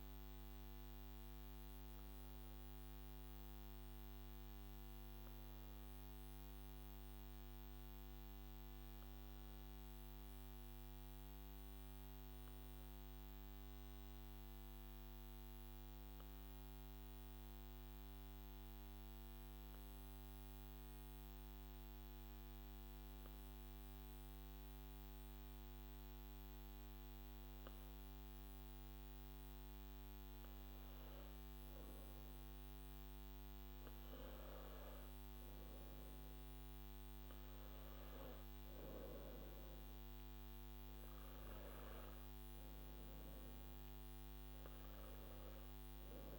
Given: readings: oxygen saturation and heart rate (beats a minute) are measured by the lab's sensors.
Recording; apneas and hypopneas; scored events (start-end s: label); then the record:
breathing in sleep, hard to hear, by a microphone on the trachea; 1
0.00-11.50 s: oxygen desaturation (device-marked, oxygen 94% lowest, heart rate 53 extreme)
22.00-33.00 s: hypopnea (oxygen 97% before, 95% lowest, heart rate 54 before, 53 extreme, up 5 after)
30.50-46.39 s: new sleep stage, N3 (deep sleep)
From the record:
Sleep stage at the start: N1 (lightest sleep); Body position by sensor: on the back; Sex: male